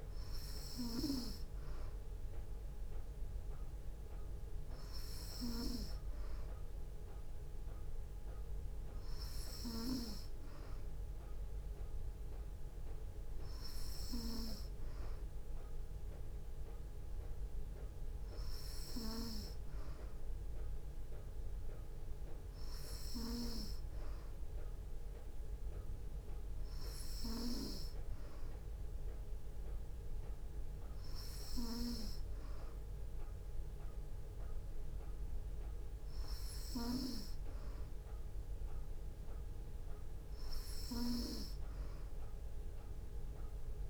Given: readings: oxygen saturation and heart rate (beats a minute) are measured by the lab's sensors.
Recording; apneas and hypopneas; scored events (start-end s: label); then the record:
breathing in sleep by a room microphone; none
none scored
From the record:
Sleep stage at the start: N3 (deep sleep); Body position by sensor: on the back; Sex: female